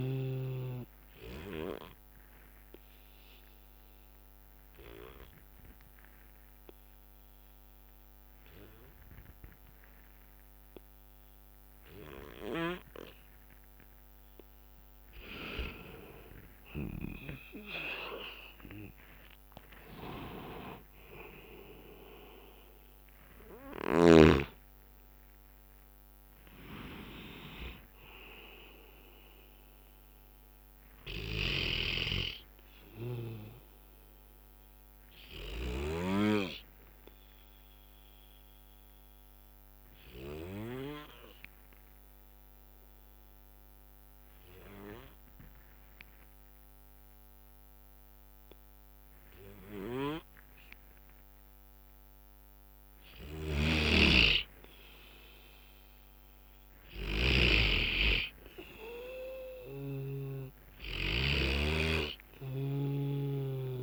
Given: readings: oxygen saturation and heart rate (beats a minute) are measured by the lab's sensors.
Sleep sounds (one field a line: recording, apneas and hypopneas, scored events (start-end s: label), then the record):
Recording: breathing in sleep by a microphone on the trachea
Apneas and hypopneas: 2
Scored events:
0.00-13.00 s: oxygen desaturation (device-marked, oxygen 88% lowest, heart rate 58 extreme)
4.00-15.00 s: obstructive apnea (oxygen 96% before, 88% lowest, heart rate 67 before, 58 extreme, up 18 after)
17.00-21.00 s: arousal
17.00-28.00 s: drop in pulse transit time (device-marked, heart rate 67 before, 70 extreme)
19.00-32.00 s: oxygen desaturation (device-marked, oxygen 98% before, 91% lowest, heart rate 67 before, 58 extreme)
31.00-33.00 s: bradycardia (device-marked, heart rate 65 before, 66 extreme)
31.50-36.50 s: snoring (device-marked)
36.50-53.50 s: obstructive apnea (oxygen 99% before, 90% lowest, heart rate 72 before, 57 extreme, up 8 after)
53.50-57.50 s: snoring (device-marked)
54.00-63.82 s: oxygen desaturation (device-marked, oxygen 98% before, 92% lowest, heart rate 62 before, 57 extreme)
55.50-59.50 s: arousal
59.50-63.00 s: snoring (device-marked)
62.00-63.82 s: bradycardia (device-marked, heart rate 65 before, 59 extreme)
From the record:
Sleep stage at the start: N2 (light sleep)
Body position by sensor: on the back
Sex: male